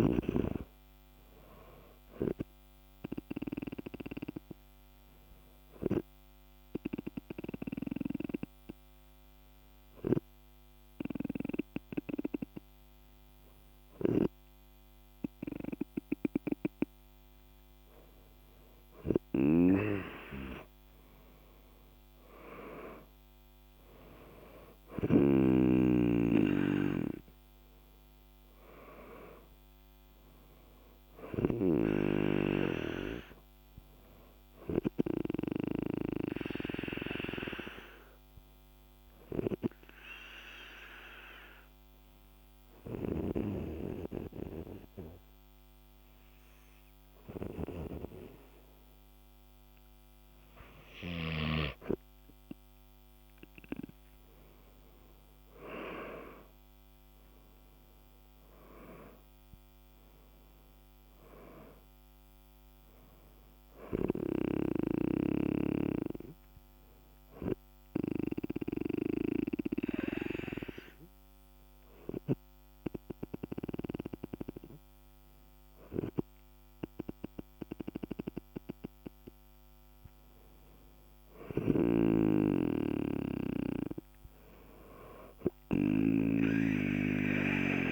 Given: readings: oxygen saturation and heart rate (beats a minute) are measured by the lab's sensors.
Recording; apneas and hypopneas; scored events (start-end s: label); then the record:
breathing in sleep by a microphone on the trachea; 3
6.50-18.00 s: obstructive apnea (oxygen 97% before, 94% lowest, heart rate 56 before, 51 extreme, up 13 after)
20.50-24.50 s: arousal
35.00-49.50 s: obstructive apnea (oxygen 97% before, 94% lowest, heart rate 59 before, 50 extreme, up 10 after)
56.00-61.00 s: arousal
68.00-79.00 s: obstructive apnea (oxygen 97% before, 94% lowest, heart rate 58 before, 49 extreme, up 9 after)
82.50-87.92 s: oxygen desaturation (device-marked, oxygen 98% before, 94% lowest, heart rate 54 before, 49 extreme)
86.50-87.92 s: arousal
From the record:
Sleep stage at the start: N2 (light sleep); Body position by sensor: on the back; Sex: male